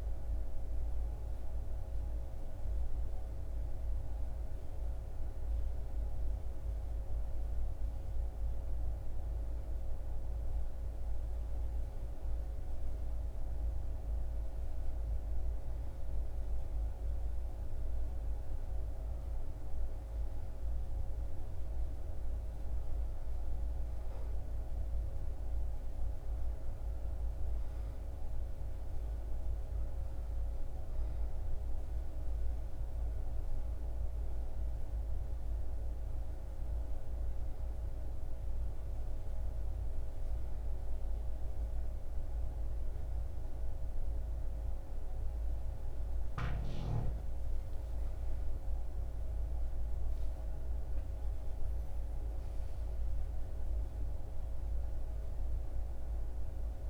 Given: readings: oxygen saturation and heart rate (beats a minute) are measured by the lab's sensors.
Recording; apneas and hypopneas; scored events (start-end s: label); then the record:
breathing in sleep, hard to hear, by a room microphone; none
none scored
From the record:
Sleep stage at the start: N2 (light sleep); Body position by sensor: on the back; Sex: male